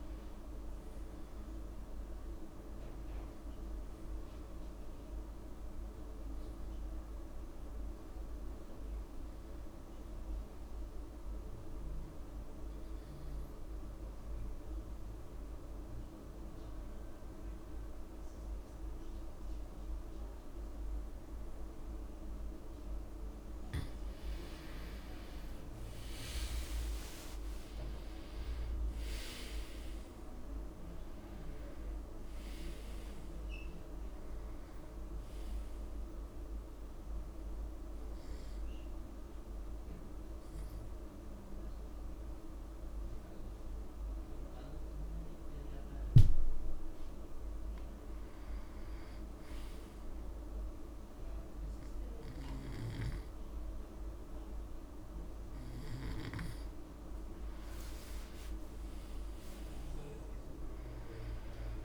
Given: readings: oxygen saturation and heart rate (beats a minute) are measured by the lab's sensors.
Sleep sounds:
breathing in sleep, hard to hear, by a room microphone; 2
0.00-1.00 s: long interval between heartbeats (device-marked, heart rate 48 extreme)
0.00-6.50 s: oxygen desaturation (device-marked, oxygen 92% lowest, heart rate 37 extreme)
5.50-7.50 s: long interval between heartbeats (device-marked, heart rate 58 before, 37 extreme)
14.00-24.00 s: obstructive apnea (oxygen 95% before, 89% lowest)
24.00-26.00 s: long interval between heartbeats (device-marked, heart rate 63 before, 74 extreme)
26.00-31.50 s: arousal
26.50-28.50 s: long interval between heartbeats (device-marked, heart rate 68 before, 83 extreme)
30.00-32.00 s: long interval between heartbeats (device-marked, heart rate 73 before, 74 extreme)
30.50-48.50 s: oxygen desaturation (device-marked, oxygen 97% before, 89% lowest)
32.00-34.00 s: long interval between heartbeats (device-marked, heart rate 74 before, 66 extreme)
36.50-47.00 s: central apnea (oxygen 97% before, 89% lowest)
45.00-47.00 s: long interval between heartbeats (device-marked, heart rate 52 before, 26 extreme)
47.00-49.00 s: long interval between heartbeats (device-marked, heart rate 47 before, 25 extreme)
57.50-61.50 s: arousal
57.50-61.85 s: oxygen desaturation (device-marked, oxygen 98% before, 94% lowest)
58.50-60.50 s: long interval between heartbeats (device-marked)
From the record:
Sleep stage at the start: N2 (light sleep); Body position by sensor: on the back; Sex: male

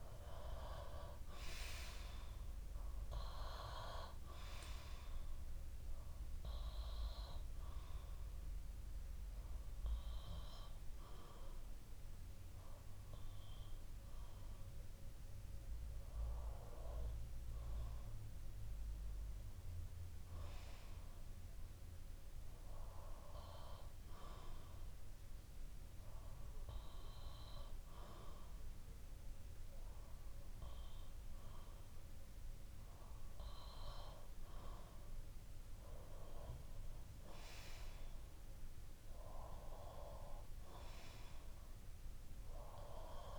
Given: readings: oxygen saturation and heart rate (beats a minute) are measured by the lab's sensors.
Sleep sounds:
breathing in sleep by a room microphone; 2
5.50-15.50 s: obstructive apnea (oxygen 96% before, 92% lowest, heart rate 61 before, 57 extreme, up 0 after)
12.50-17.50 s: bradycardia (device-marked, heart rate 60 before, 59 extreme)
17.00-20.00 s: arousal
20.50-34.50 s: bradycardia (device-marked, heart rate 60 before, 57 extreme)
21.50-42.50 s: oxygen desaturation (device-marked, oxygen 95% before, 92% lowest, heart rate 62 before, 57 extreme)
23.50-35.50 s: obstructive apnea (oxygen 96% before, 92% lowest, heart rate 61 before, 57 extreme, up 4 after)
39.00-42.50 s: arousal
40.50-43.39 s: bradycardia (device-marked, heart rate 60 before, 59 extreme)
From the record:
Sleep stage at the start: N2 (light sleep); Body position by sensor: on the back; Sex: male

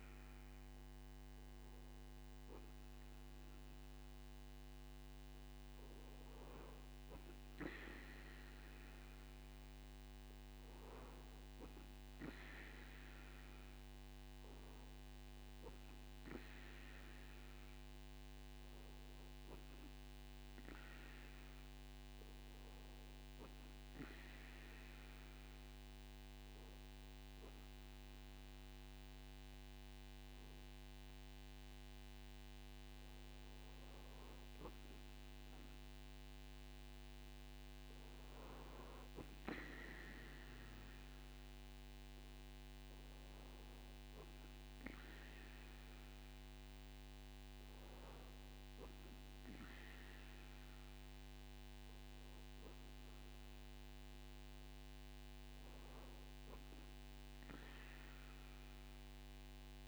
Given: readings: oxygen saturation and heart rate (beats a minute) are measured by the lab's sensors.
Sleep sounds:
breathing in sleep, hard to hear, by a microphone on the trachea; none
none scored
From the record:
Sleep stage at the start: REM sleep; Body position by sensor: on the right side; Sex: male

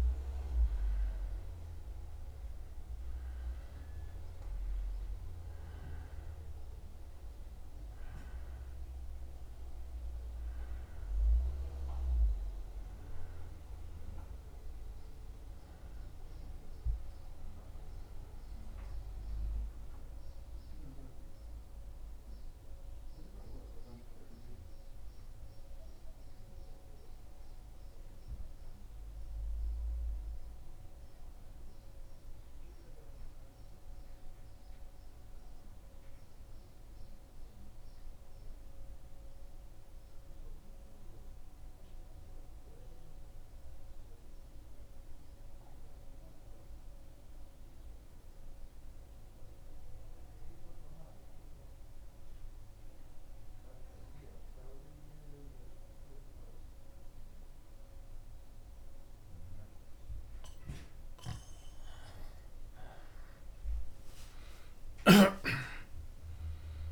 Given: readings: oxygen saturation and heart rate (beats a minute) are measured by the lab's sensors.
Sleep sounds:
breathing in sleep by a room microphone; 1
19.00-60.50 s: mixed apnea (oxygen 96% before, 92% lowest, heart rate 76 before, 74 extreme, up 1 after)
35.00-50.00 s: oxygen desaturation (device-marked, oxygen 95% before, 92% lowest, heart rate 75 before, 74 extreme)
61.00-66.92 s: new sleep stage, awake
From the record:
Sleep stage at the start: N2 (light sleep); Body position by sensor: on the back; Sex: male

